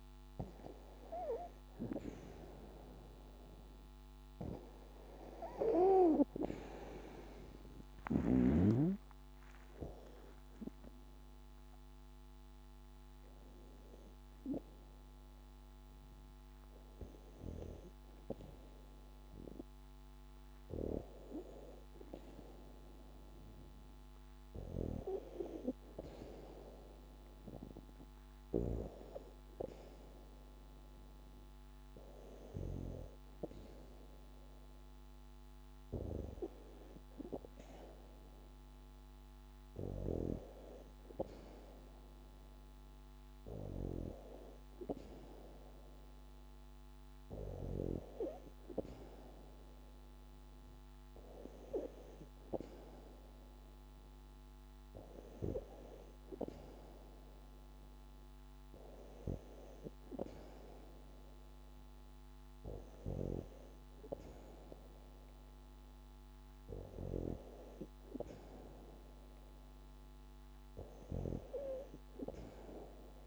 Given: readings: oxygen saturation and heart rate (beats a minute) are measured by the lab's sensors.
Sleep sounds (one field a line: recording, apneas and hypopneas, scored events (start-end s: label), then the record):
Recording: breathing in sleep by a microphone on the trachea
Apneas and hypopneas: none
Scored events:
8.50-14.50 s: arousal
From the record:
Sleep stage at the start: N2 (light sleep)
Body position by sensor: on the back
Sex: female